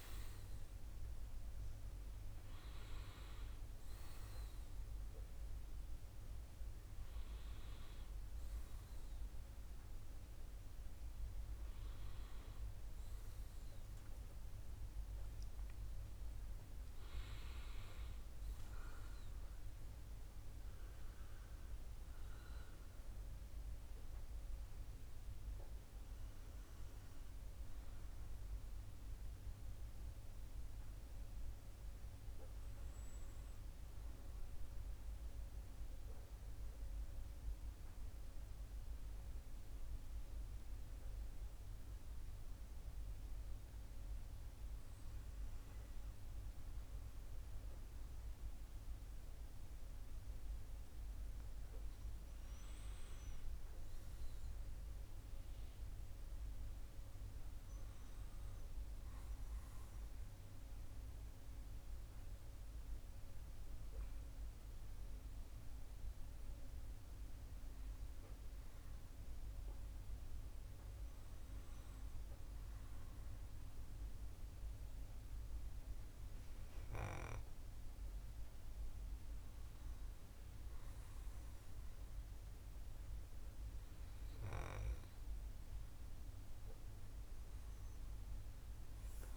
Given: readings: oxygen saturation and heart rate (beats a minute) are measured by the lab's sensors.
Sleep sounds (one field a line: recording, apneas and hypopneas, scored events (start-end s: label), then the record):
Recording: a person partly awake in a sleep study, hard to hear, by a room microphone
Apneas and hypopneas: 2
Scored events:
15.50-45.50 s: new sleep stage, N1 (lightest sleep)
34.50-45.00 s: central apnea (oxygen 100% before, 95% lowest, heart rate 123 before, 72 extreme)
45.50-89.37 s: new sleep stage, N2 (light sleep)
46.00-49.00 s: arousal
60.00-71.00 s: obstructive apnea (oxygen 98% before, 95% lowest, heart rate 99 before, 98 extreme)
72.50-75.50 s: arousal
From the record:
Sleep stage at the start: awake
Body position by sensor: on the back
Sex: male